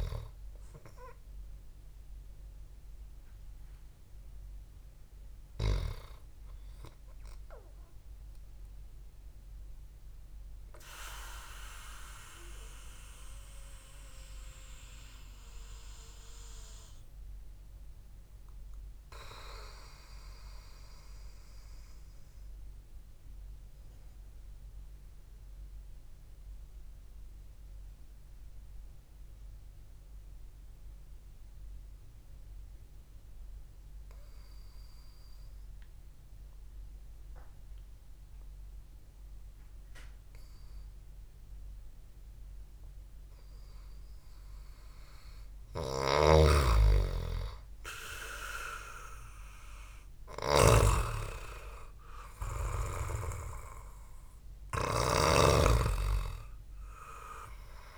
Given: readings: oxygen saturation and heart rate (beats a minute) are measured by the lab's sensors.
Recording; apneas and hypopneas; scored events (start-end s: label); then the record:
breathing in sleep by a room microphone; 1
0.00-12.00 s: oxygen desaturation (device-marked, oxygen 91% lowest, heart rate 60 extreme)
9.50-45.00 s: mixed apnea (oxygen 98% before, 91% lowest, heart rate 63 before, 63 extreme, up 2 after)
30.00-57.98 s: new sleep stage, N2 (light sleep)
45.00-57.98 s: oxygen desaturation (device-marked, oxygen 98% before, 94% lowest, heart rate 71 before, 63 extreme)
46.50-55.50 s: snoring (device-marked)
47.00-51.00 s: arousal
From the record:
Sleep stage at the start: REM sleep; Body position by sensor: on the back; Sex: male